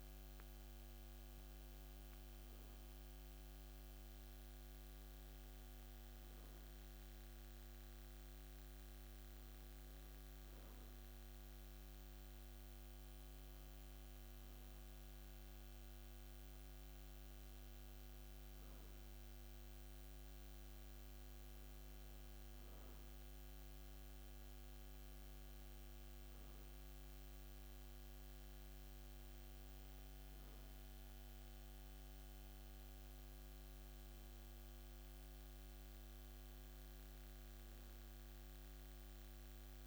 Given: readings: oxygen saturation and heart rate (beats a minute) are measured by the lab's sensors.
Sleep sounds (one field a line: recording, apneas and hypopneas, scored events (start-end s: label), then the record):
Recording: a person awake in a sleep study, hard to hear, by a microphone on the trachea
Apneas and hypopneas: none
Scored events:
none scored
From the record:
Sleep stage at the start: awake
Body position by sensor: on the back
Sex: male